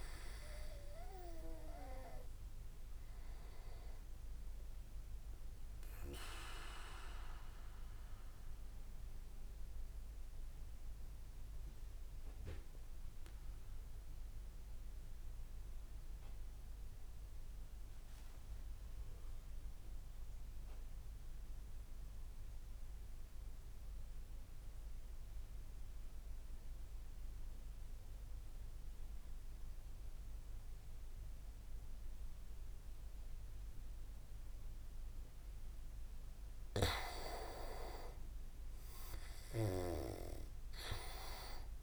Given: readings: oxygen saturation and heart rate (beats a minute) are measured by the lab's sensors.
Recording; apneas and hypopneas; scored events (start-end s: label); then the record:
breathing in sleep by a room microphone; 1
7.00-36.50 s: mixed apnea (oxygen 98% before, 93% lowest)
37.00-41.83 s: oxygen desaturation (device-marked, oxygen 98% before, 94% lowest)
38.50-41.83 s: arousal
From the record:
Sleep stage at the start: N2 (light sleep); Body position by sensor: on the back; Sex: male